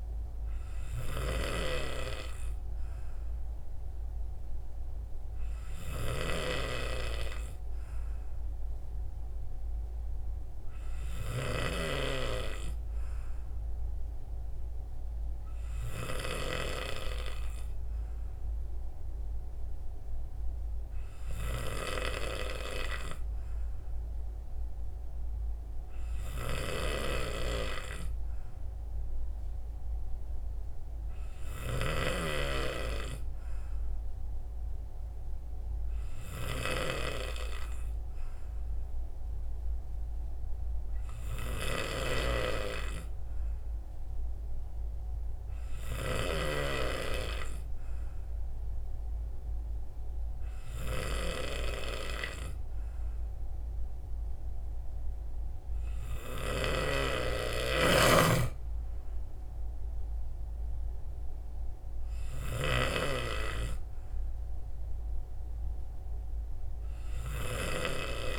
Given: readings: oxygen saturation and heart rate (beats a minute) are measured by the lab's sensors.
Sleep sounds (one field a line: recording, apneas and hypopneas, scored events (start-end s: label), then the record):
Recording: breathing in sleep by a room microphone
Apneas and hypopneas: none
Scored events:
none scored
From the record:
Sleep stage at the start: N3 (deep sleep)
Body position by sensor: on the right side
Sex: male